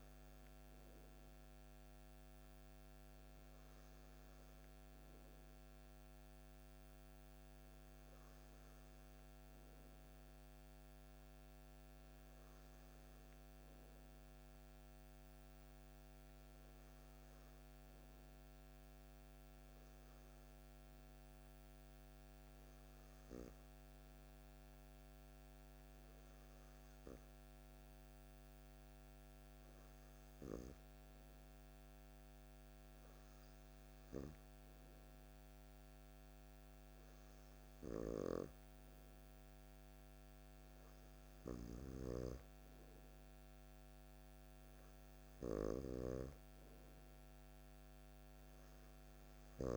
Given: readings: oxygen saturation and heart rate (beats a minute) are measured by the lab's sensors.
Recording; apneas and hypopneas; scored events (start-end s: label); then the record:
breathing in sleep by a microphone on the trachea; 1
12.50-39.00 s: hypopnea (oxygen 96% before, 94% lowest, heart rate 54 before, 52 extreme, up 6 after)
41.00-46.00 s: arousal
From the record:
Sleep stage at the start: N2 (light sleep); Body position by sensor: on the back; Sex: male